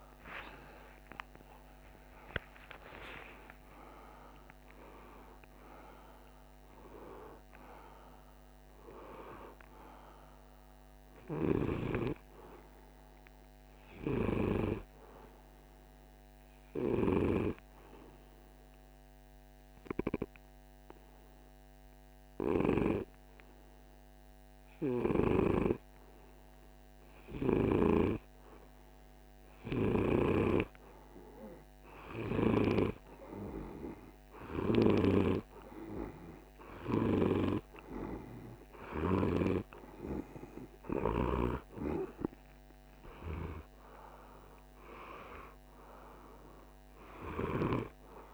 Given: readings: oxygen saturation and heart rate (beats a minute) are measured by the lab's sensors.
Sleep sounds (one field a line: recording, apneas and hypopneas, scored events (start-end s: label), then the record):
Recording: breathing in sleep by a microphone on the trachea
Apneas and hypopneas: 1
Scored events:
0.00-3.50 s: arousal
0.50-7.50 s: oxygen desaturation (device-marked, oxygen 98% before, 92% lowest, heart rate 51 before, 48 extreme)
14.00-28.00 s: hypopnea (oxygen 98% before, 96% lowest, heart rate 58 before, 48 extreme, up 3 after)
24.50-29.50 s: snoring (device-marked)
30.00-34.00 s: arousal
From the record:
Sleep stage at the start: N2 (light sleep)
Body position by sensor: on the right side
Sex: male